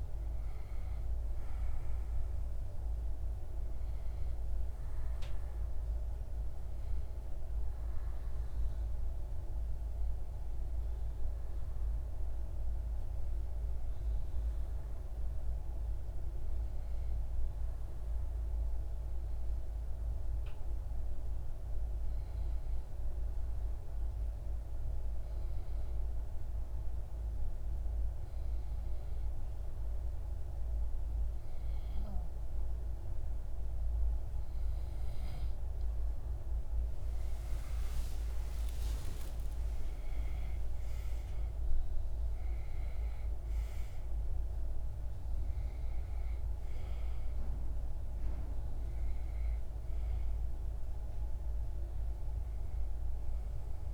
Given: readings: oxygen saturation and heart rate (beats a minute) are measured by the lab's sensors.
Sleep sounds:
breathing in sleep, hard to hear, by a room microphone; 1
13.50-36.00 s: obstructive apnea (oxygen 98% before, 94% lowest)
37.00-40.50 s: arousal
From the record:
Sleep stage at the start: N2 (light sleep); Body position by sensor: on the back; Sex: male

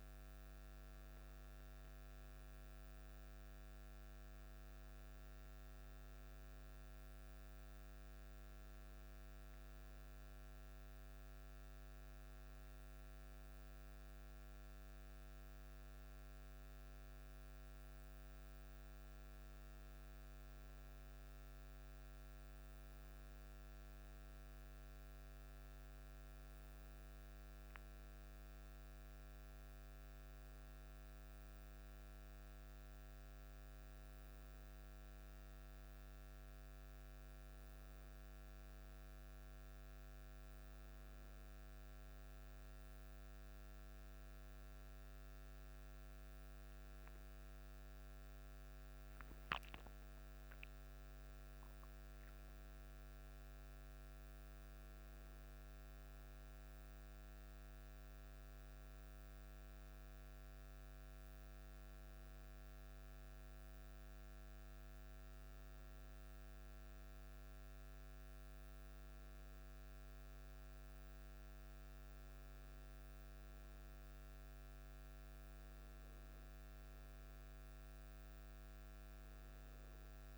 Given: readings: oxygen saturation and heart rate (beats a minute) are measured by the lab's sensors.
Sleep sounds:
a person partly awake in a sleep study, hard to hear, by a microphone on the trachea; none
22.00-80.38 s: new sleep stage, N1 (lightest sleep)
From the record:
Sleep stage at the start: awake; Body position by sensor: on the back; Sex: male

